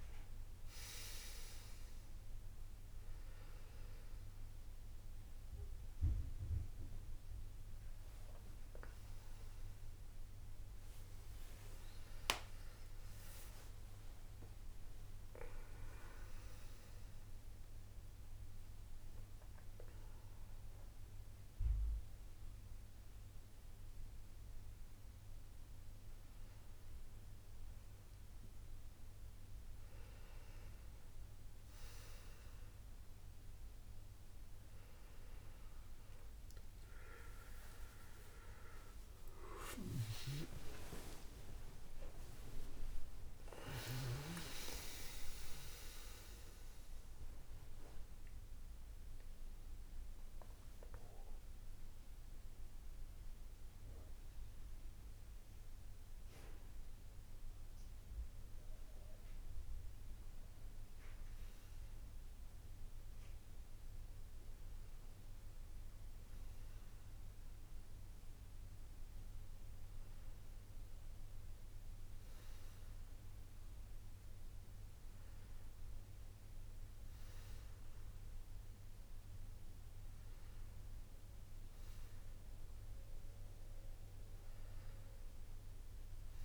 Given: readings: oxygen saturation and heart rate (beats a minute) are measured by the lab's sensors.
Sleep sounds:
a person awake in a sleep study, by a room microphone; none
1.50-61.50 s: new sleep stage, awake
4.50-16.50 s: oxygen desaturation (device-marked, oxygen 98% before, 92% lowest, heart rate 88 before, 88 extreme)
35.50-39.50 s: oxygen desaturation (device-marked, oxygen 99% before, 95% lowest, heart rate 95 before, 87 extreme)
61.50-86.45 s: new sleep stage, N1 (lightest sleep)
65.50-74.50 s: oxygen desaturation (device-marked, oxygen 99% before, 94% lowest, heart rate 97 before, 85 extreme)
From the record:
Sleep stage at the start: N1 (lightest sleep); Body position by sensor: on the back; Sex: male

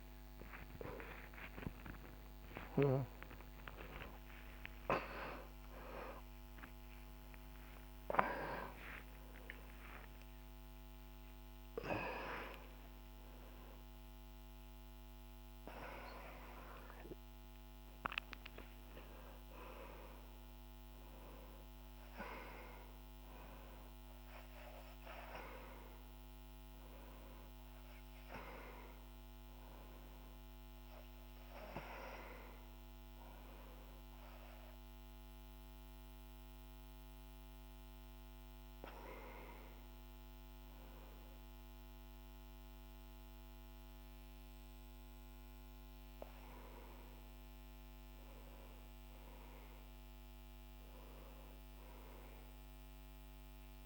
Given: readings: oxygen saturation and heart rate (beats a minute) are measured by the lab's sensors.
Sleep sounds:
a person awake in a sleep study, by a microphone on the trachea; 1
33.00-49.00 s: obstructive apnea (oxygen 99% before, 96% lowest, heart rate 85 before, 75 extreme, up 2 after)
From the record:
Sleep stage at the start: awake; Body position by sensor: on the back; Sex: male

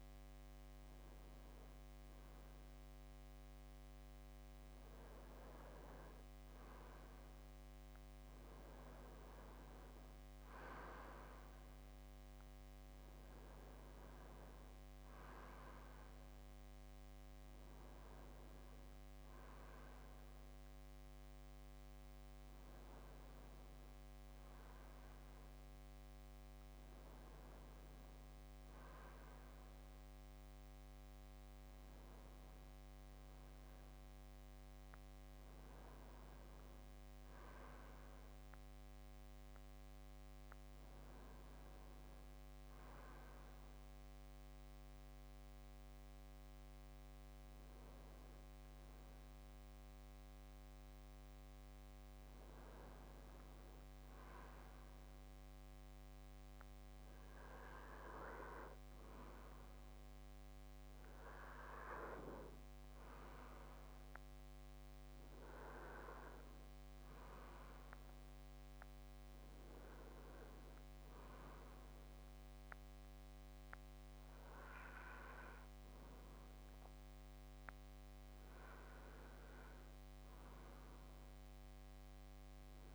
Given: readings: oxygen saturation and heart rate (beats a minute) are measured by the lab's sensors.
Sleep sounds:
a person awake in a sleep study, by a microphone on the trachea; none
9.50-26.50 s: oxygen desaturation (device-marked, oxygen 94% before, 91% lowest, heart rate 122 before, 30 extreme)
48.50-82.95 s: new sleep stage, N2 (light sleep)
From the record:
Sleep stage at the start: awake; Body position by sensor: on the front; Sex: male

